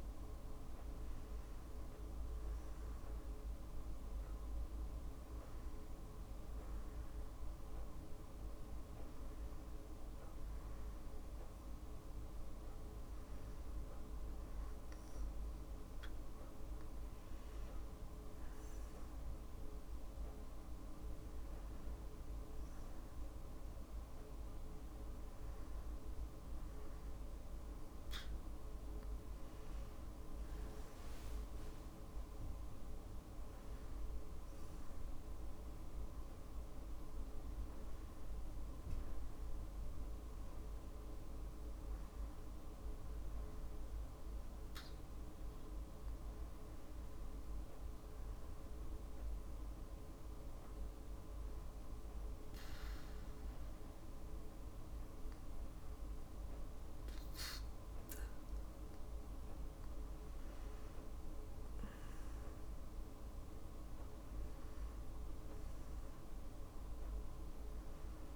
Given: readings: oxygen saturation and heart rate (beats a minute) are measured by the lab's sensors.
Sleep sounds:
breathing in sleep, hard to hear, by a room microphone; 1
22.50-68.36 s: new sleep stage, N2 (light sleep)
47.50-58.50 s: hypopnea (oxygen 96% before, 93% lowest, heart rate 60 before, 59 extreme, up 3 after)
60.00-64.50 s: arousal
From the record:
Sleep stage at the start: N1 (lightest sleep); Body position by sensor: on the back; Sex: female

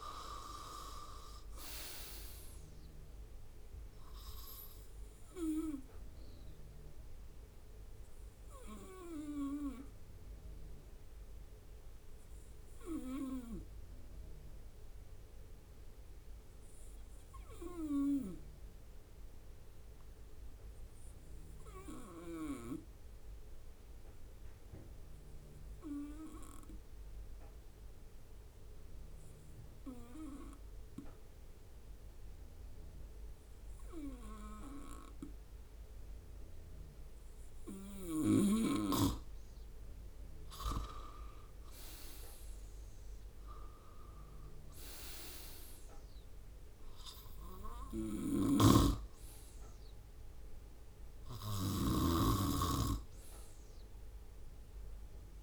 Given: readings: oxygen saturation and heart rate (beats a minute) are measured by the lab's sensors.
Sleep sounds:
breathing in sleep by a room microphone; 1
8.00-37.50 s: obstructive apnea (oxygen 98% before, 94% lowest, heart rate 69 before, 61 extreme, up 7 after)
13.50-25.50 s: oxygen desaturation (device-marked, oxygen 97% before, 94% lowest, heart rate 68 before, 65 extreme)
39.50-43.00 s: arousal
47.50-51.50 s: snoring (device-marked)
From the record:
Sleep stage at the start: N2 (light sleep); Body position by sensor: on the right side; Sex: male

